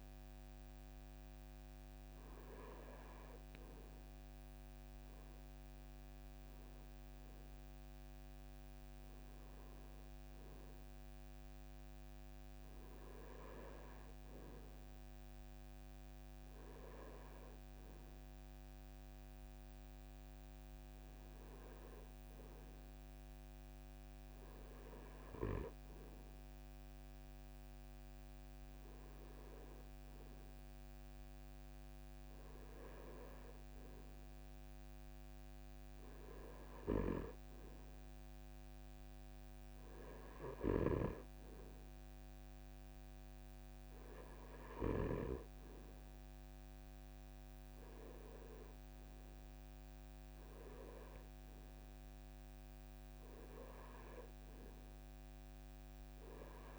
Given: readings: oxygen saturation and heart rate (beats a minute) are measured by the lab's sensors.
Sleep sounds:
breathing in sleep by a microphone on the trachea; none
none scored
From the record:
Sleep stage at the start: REM sleep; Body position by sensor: on the front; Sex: male

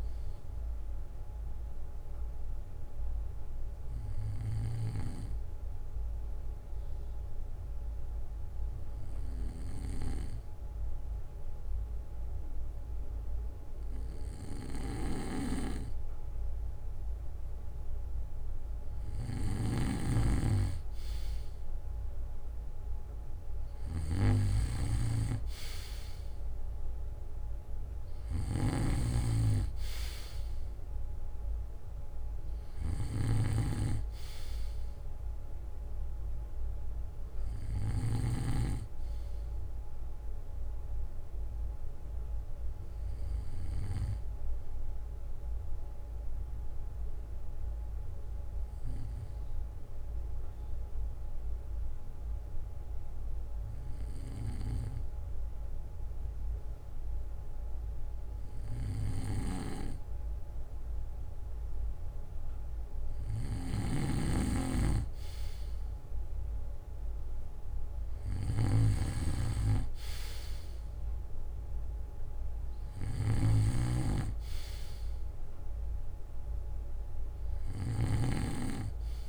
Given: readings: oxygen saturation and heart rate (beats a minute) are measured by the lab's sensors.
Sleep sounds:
breathing in sleep by a room microphone; 2
2.00-14.50 s: obstructive apnea (oxygen 94% before, 93% lowest, heart rate 63 before, 53 extreme, up 8 after)
18.00-21.50 s: arousal
28.00-38.50 s: snoring (device-marked)
35.00-41.00 s: bradycardia (device-marked, heart rate 65 before, 53 extreme)
41.50-45.00 s: arousal
47.00-60.50 s: obstructive apnea (oxygen 96% before, 93% lowest, heart rate 62 before, 60 extreme, up 8 after)
62.50-66.00 s: arousal
63.50-78.00 s: snoring (device-marked)
From the record:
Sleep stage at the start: N2 (light sleep); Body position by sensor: on the back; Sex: male

